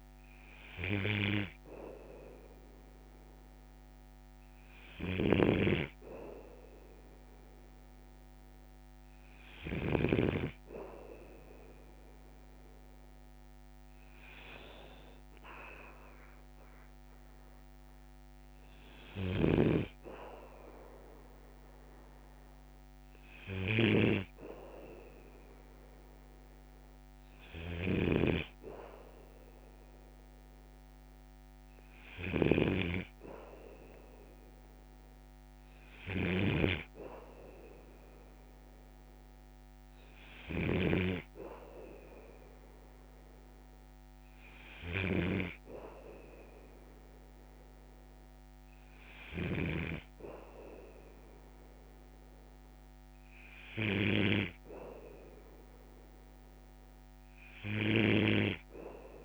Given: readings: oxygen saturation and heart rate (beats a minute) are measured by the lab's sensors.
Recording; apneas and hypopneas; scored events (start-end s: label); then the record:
breathing in sleep by a microphone on the trachea; none
5.00-10.00 s: snoring (device-marked)
19.00-49.50 s: snoring (device-marked)
From the record:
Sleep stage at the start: N2 (light sleep); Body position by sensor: on the back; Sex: male